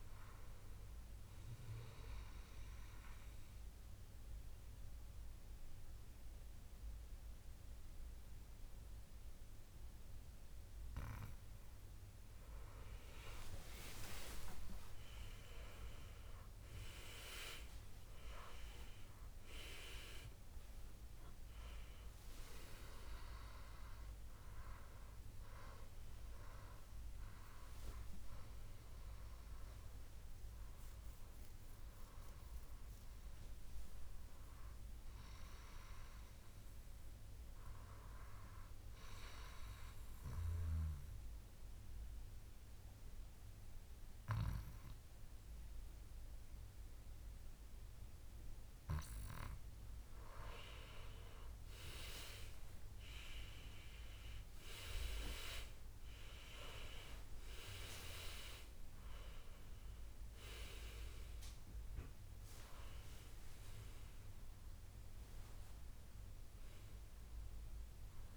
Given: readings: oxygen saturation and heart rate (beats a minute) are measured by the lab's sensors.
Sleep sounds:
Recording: breathing in sleep by a room microphone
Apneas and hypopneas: 2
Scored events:
1.50-13.50 s: obstructive apnea (oxygen 97% before, 94% lowest, heart rate 73 before, 61 extreme, up 26 after)
14.00-16.00 s: long interval between heartbeats (device-marked, heart rate 68 before, 79 extreme)
15.50-22.00 s: arousal
32.00-68.37 s: new sleep stage, N2 (light sleep)
37.50-49.00 s: obstructive apnea (oxygen 97% before, 94% lowest, heart rate 77 before, 64 extreme, up 9 after)
52.50-57.50 s: arousal
54.50-56.50 s: long interval between heartbeats (device-marked, heart rate 67 before, 73 extreme)
From the record:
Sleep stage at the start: N1 (lightest sleep)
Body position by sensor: on the back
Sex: male

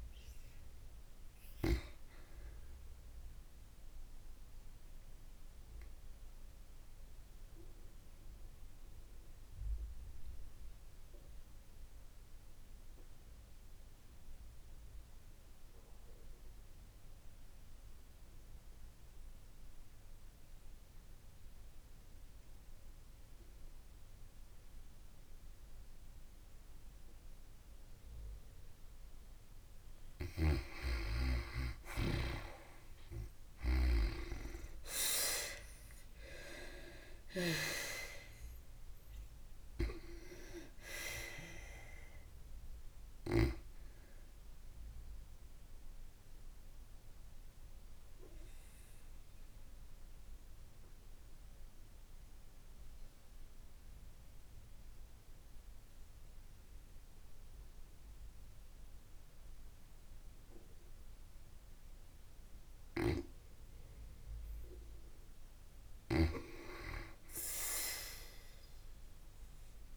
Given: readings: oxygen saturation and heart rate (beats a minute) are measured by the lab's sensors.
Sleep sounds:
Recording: breathing in sleep by a room microphone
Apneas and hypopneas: 2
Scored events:
4.00-29.00 s: obstructive apnea (oxygen 96% before, 85% lowest, heart rate 99 before, 52 extreme, up 46 after)
20.50-42.50 s: oxygen desaturation (device-marked, oxygen 95% before, 85% lowest, heart rate 62 before, 55 extreme)
34.00-38.50 s: arousal
45.50-63.00 s: obstructive apnea (oxygen 95% before, 84% lowest, heart rate 78 before, 55 extreme, up 0 after)
66.50-69.96 s: arousal
From the record:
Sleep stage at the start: N2 (light sleep)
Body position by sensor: on the back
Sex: female

